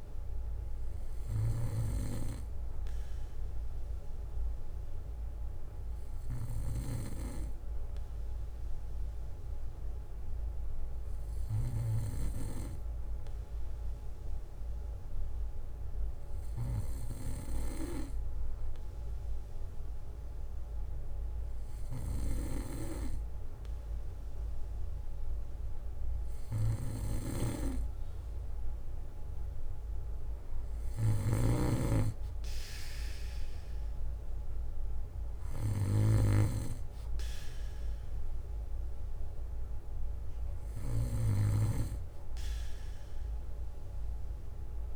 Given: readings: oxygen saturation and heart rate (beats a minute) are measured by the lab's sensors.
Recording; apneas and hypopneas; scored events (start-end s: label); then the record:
breathing in sleep by a room microphone; none
11.00-13.00 s: bradycardia (device-marked, heart rate 60 before, 62 extreme)
21.00-23.00 s: bradycardia (device-marked, heart rate 60 before, 61 extreme)
36.00-44.96 s: bradycardia (device-marked, heart rate 60 before, 58 extreme)
From the record:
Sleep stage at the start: N2 (light sleep); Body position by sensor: on the back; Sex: male